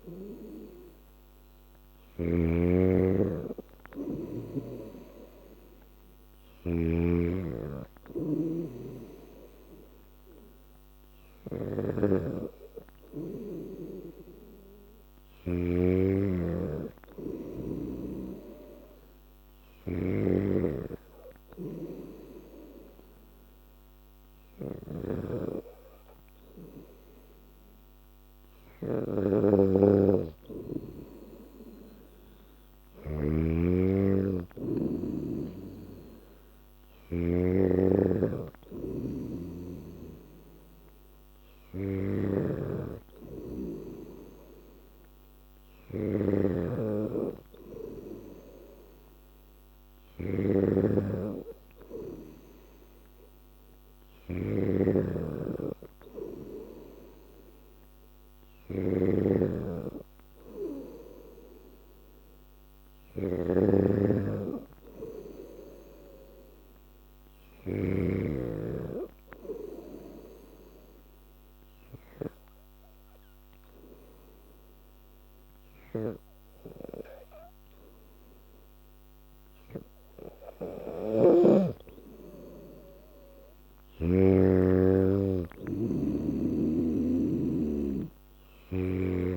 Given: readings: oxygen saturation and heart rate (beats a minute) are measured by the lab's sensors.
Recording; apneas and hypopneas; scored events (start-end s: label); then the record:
breathing in sleep by a microphone on the trachea; 1
0.00-15.50 s: snoring (device-marked)
20.00-37.50 s: snoring (device-marked)
42.00-68.00 s: snoring (device-marked)
65.00-68.00 s: arousal
70.50-82.00 s: hypopnea (oxygen 97% before, 93% lowest, heart rate 88 before, 83 extreme, up 2 after)
84.00-87.50 s: arousal
87.00-89.37 s: oxygen desaturation (device-marked, oxygen 96% before, 93% lowest, heart rate 86 before, 83 extreme)
From the record:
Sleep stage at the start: N2 (light sleep); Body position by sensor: on the back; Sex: female